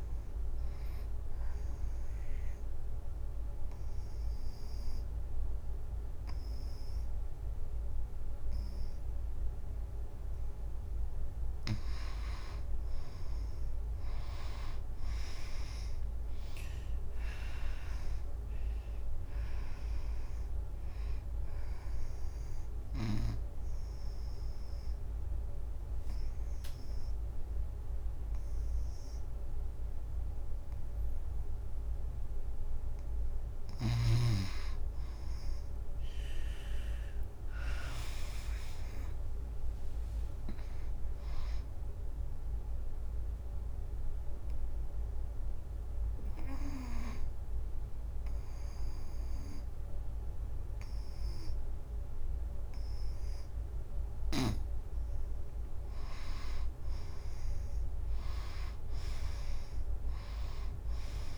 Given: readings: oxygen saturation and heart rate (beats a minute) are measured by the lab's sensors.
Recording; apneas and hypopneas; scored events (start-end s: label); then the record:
breathing in sleep by a room microphone; 3
0.00-5.50 s: oxygen desaturation (device-marked, oxygen 87% lowest, heart rate 78 extreme)
1.00-11.00 s: obstructive apnea (oxygen 98% before, 86% lowest, heart rate 88 before, 74 extreme, up 4 after)
12.00-16.00 s: arousal
15.50-28.50 s: oxygen desaturation (device-marked, oxygen 96% before, 86% lowest, heart rate 92 before, 73 extreme)
22.00-33.50 s: obstructive apnea (oxygen 96% before, 85% lowest, heart rate 89 before, 73 extreme, up 10 after)
36.00-40.00 s: arousal
41.50-59.50 s: oxygen desaturation (device-marked, oxygen 96% before, 87% lowest, heart rate 84 before, 73 extreme)
43.00-55.50 s: mixed apnea (oxygen 96% before, 85% lowest, heart rate 84 before, 73 extreme, up 1 after)
58.50-61.38 s: arousal
From the record:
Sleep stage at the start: N2 (light sleep); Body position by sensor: on the right side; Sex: female